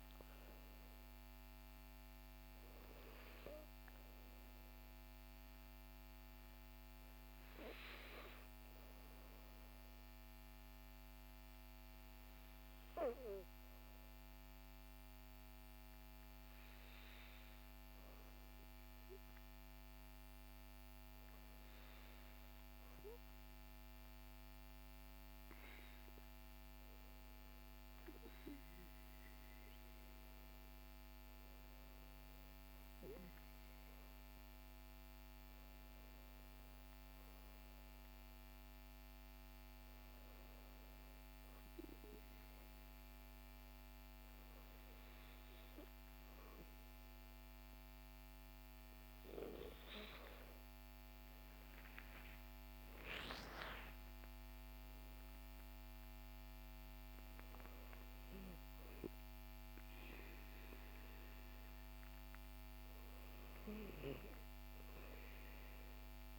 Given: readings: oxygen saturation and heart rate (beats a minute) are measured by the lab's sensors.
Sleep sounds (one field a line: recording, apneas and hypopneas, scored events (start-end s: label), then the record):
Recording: breathing in sleep by a microphone on the trachea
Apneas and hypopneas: none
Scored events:
0.00-7.50 s: oxygen desaturation (device-marked, oxygen 94% lowest, heart rate 59 extreme)
51.50-57.00 s: arousal
From the record:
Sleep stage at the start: REM sleep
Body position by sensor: on the back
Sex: male